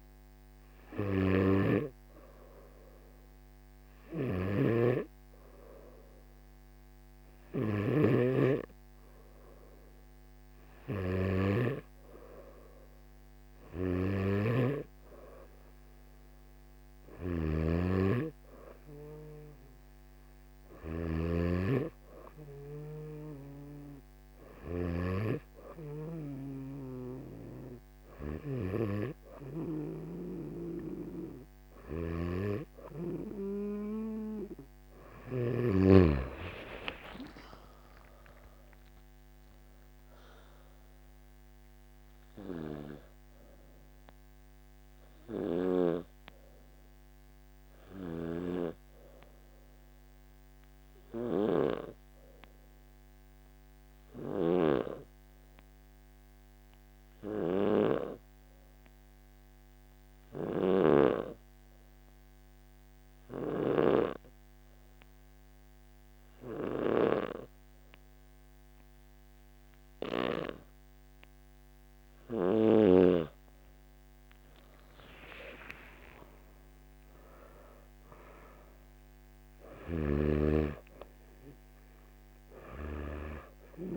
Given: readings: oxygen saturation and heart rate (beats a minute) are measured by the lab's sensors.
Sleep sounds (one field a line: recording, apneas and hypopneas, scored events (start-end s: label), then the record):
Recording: breathing in sleep by a microphone on the trachea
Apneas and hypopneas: 1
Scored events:
1.00-35.50 s: snoring (device-marked)
35.00-39.50 s: arousal
42.00-45.50 s: snoring (device-marked)
47.50-54.50 s: snoring (device-marked)
52.00-71.00 s: obstructive apnea (oxygen 96% before, 94% lowest, heart rate 60 before, 55 extreme, up 13 after)
74.00-77.50 s: arousal
75.00-83.97 s: oxygen desaturation (device-marked, oxygen 98% before, 94% lowest, heart rate 61 before, 55 extreme)
From the record:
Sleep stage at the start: N2 (light sleep)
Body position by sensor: on the back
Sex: male